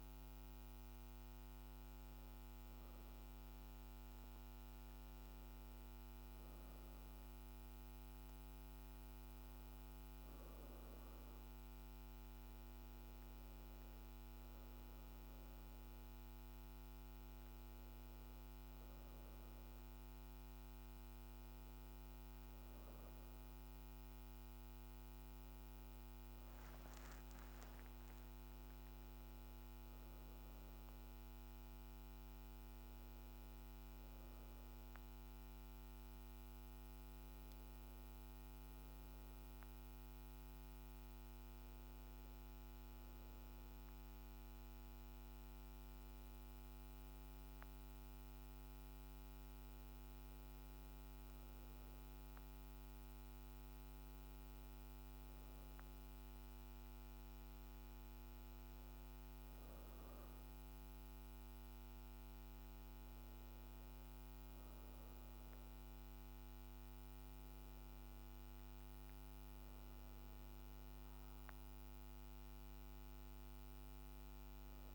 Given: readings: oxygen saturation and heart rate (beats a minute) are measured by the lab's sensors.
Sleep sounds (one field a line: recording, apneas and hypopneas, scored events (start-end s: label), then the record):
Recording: breathing in sleep, hard to hear, by a microphone on the trachea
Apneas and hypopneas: 1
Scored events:
0.00-10.00 s: oxygen desaturation (device-marked, oxygen 90% lowest, heart rate 55 extreme)
1.00-13.00 s: hypopnea (oxygen 96% before, 90% lowest, heart rate 56 before, 54 extreme, up 2 after)
16.00-20.00 s: arousal
16.00-33.00 s: oxygen desaturation (device-marked, oxygen 95% before, 91% lowest, heart rate 57 before, 54 extreme)
56.00-74.95 s: new sleep stage, N2 (light sleep)
From the record:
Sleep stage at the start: N1 (lightest sleep)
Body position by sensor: on the back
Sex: female